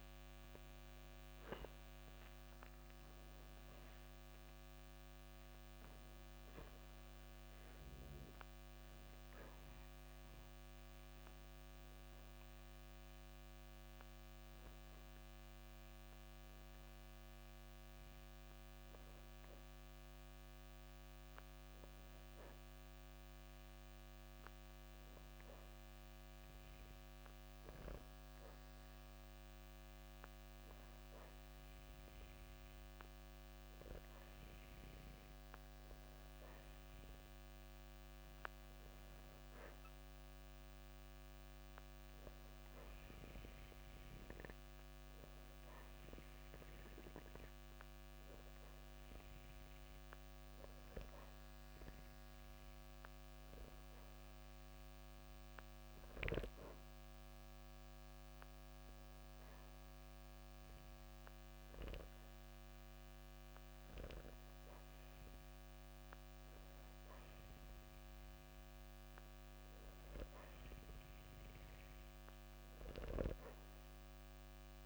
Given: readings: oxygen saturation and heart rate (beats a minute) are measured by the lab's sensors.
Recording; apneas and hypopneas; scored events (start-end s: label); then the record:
breathing in sleep, hard to hear, by a microphone on the trachea; 1
0.00-1.00 s: oxygen desaturation (device-marked, oxygen 91% lowest, heart rate 62 extreme)
3.00-7.50 s: arousal
11.00-27.00 s: obstructive apnea (oxygen 93% before, 91% lowest, heart rate 120 before, 70 extreme, up 13 after)
34.00-38.00 s: arousal
From the record:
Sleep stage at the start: N2 (light sleep); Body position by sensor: on the back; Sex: male